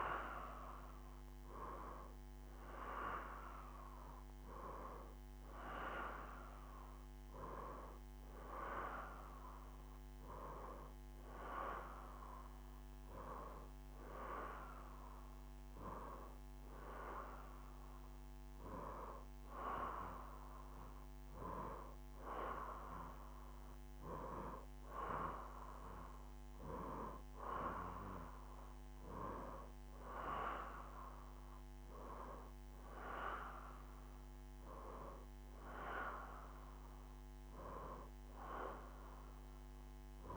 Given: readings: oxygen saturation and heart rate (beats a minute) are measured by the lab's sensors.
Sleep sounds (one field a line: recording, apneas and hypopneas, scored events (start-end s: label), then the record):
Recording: breathing in sleep by a microphone on the trachea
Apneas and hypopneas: none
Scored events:
40.00-40.37 s: new sleep stage, N2 (light sleep)
From the record:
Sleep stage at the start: N1 (lightest sleep)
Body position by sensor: on the right side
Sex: female